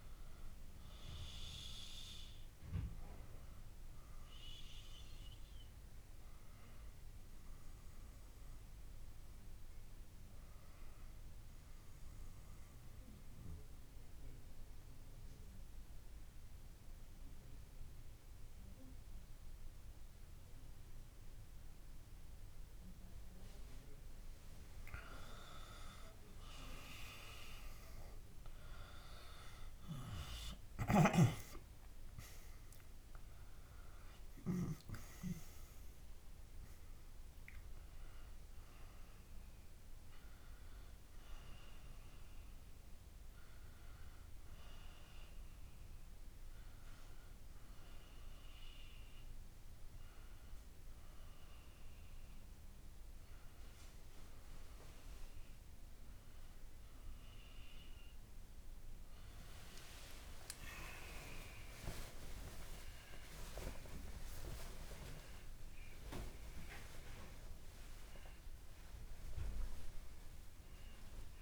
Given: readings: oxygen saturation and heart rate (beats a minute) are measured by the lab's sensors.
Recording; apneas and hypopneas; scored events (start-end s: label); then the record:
breathing in sleep by a room microphone; 1
3.50-21.50 s: oxygen desaturation (device-marked, oxygen 93% before, 87% lowest)
12.00-24.50 s: obstructive apnea (oxygen 93% before, 86% lowest)
27.50-31.50 s: arousal
35.50-56.50 s: oxygen desaturation (device-marked, oxygen 95% before, 86% lowest)
36.50-71.42 s: new sleep stage, N1 (lightest sleep)
60.00-63.50 s: arousal
From the record:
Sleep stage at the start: N2 (light sleep); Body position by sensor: on the left side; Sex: female